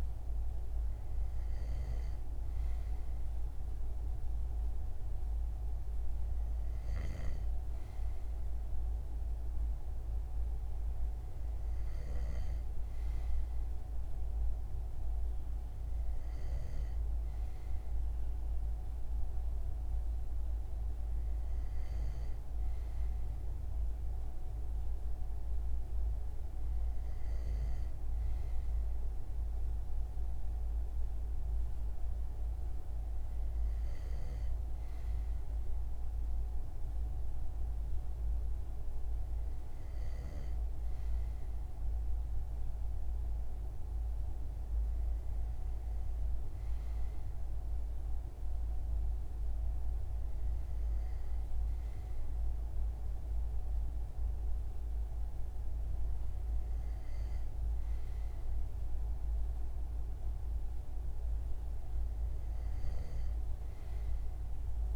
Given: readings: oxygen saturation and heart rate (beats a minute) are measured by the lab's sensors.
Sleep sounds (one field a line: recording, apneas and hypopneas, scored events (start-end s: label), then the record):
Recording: breathing in sleep, hard to hear, by a room microphone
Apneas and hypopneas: none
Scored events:
1.00-12.00 s: snoring (device-marked)
From the record:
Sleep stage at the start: N2 (light sleep)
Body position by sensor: on the front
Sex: male